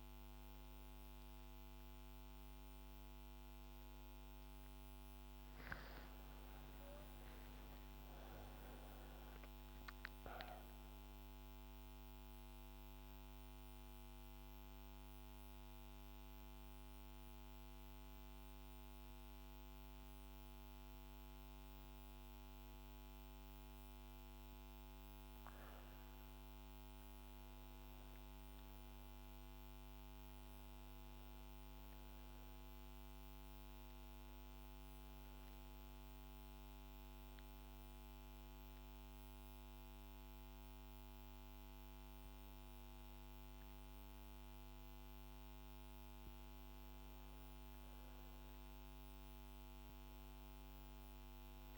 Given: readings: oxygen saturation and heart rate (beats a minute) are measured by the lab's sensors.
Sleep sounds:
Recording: breathing in sleep, hard to hear, by a microphone on the trachea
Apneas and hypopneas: 1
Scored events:
6.00-10.00 s: arousal
12.00-26.50 s: central apnea (oxygen 96% before, 94% lowest, heart rate 75 before, 66 extreme, up 7 after)
28.50-32.00 s: arousal
From the record:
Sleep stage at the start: N2 (light sleep)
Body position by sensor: on the back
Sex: female

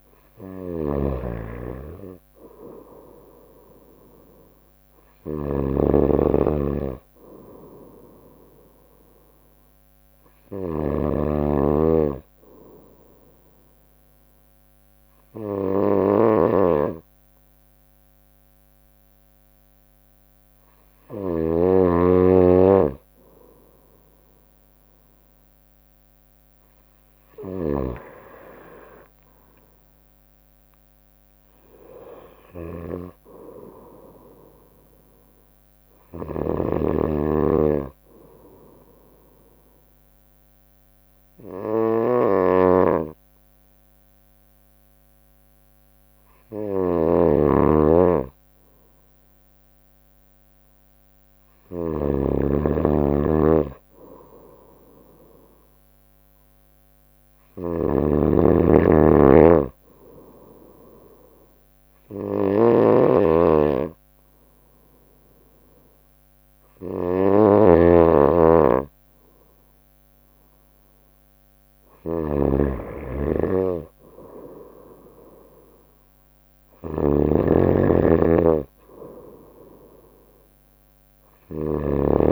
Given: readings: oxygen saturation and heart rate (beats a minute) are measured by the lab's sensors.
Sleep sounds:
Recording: breathing in sleep by a microphone on the trachea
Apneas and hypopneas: 3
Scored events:
0.00-11.00 s: drop in pulse transit time (device-marked, heart rate 63 before, 60 extreme)
0.00-27.50 s: snoring (device-marked)
11.50-22.50 s: obstructive apnea (oxygen 96% before, 94% lowest, heart rate 62 before, 57 extreme, up 3 after)
24.50-27.50 s: arousal
36.00-44.00 s: bradycardia (device-marked, heart rate 61 before, 57 extreme)
36.00-82.32 s: snoring (device-marked)
37.50-48.50 s: obstructive apnea (oxygen 96% before, 94% lowest, heart rate 63 before, 58 extreme, up 6 after)
52.00-55.00 s: arousal
58.00-70.00 s: obstructive apnea (oxygen 96% before, 94% lowest, heart rate 60 before, 60 extreme, up 2 after)
65.00-77.00 s: drop in pulse transit time (device-marked, heart rate 61 before, 60 extreme)
74.00-78.00 s: arousal
From the record:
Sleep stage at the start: N2 (light sleep)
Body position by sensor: on the right side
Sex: female

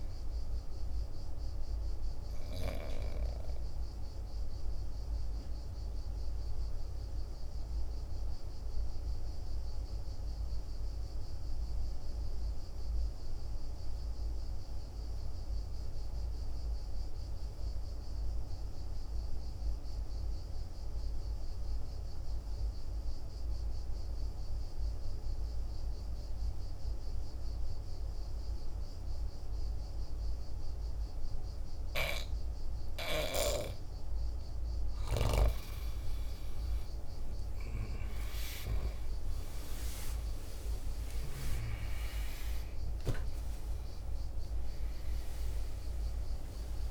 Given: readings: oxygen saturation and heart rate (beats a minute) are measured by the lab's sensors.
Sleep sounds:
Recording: breathing in sleep by a room microphone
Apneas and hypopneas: 1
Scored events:
0.00-13.50 s: oxygen desaturation (device-marked, oxygen 86% lowest, heart rate 47 extreme)
3.50-33.50 s: obstructive apnea (oxygen 98% before, 85% lowest, heart rate 54 before, 47 extreme, up 11 after)
29.50-46.91 s: oxygen desaturation (device-marked, oxygen 99% before, 85% lowest, heart rate 49 before, 48 extreme)
36.50-41.50 s: arousal
From the record:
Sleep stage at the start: N2 (light sleep)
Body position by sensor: on the back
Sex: male

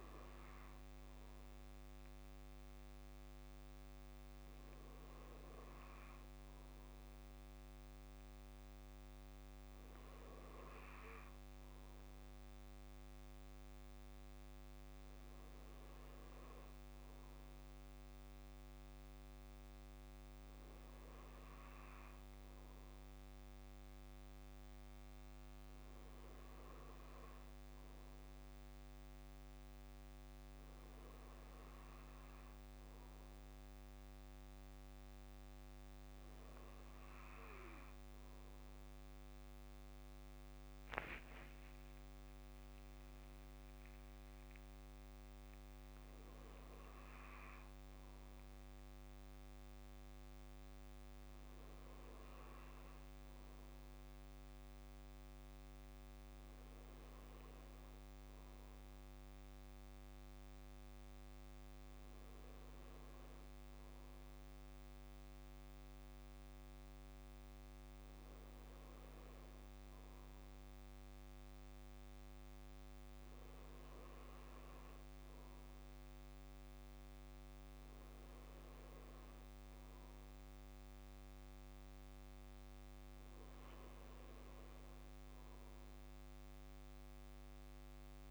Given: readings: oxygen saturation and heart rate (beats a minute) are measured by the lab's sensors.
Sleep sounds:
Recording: breathing in sleep, hard to hear, by a microphone on the trachea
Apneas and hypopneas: none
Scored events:
none scored
From the record:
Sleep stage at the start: N2 (light sleep)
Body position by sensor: on the back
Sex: male

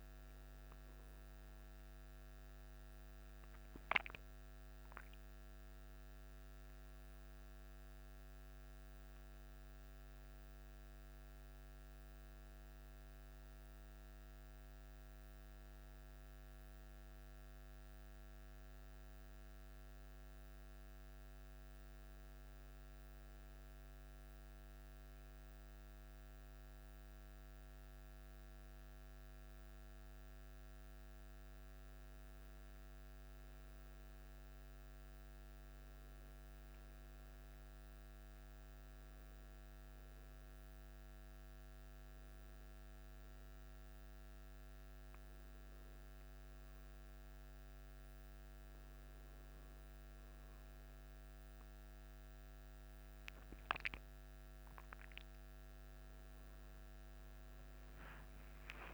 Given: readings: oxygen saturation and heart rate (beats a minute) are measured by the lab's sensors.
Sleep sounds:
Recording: breathing in sleep, hard to hear, by a microphone on the trachea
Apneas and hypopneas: none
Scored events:
2.50-9.00 s: arousal
51.50-55.50 s: arousal
From the record:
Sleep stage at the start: N1 (lightest sleep)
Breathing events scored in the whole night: 46 in 3.9 hours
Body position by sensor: on the back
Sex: male

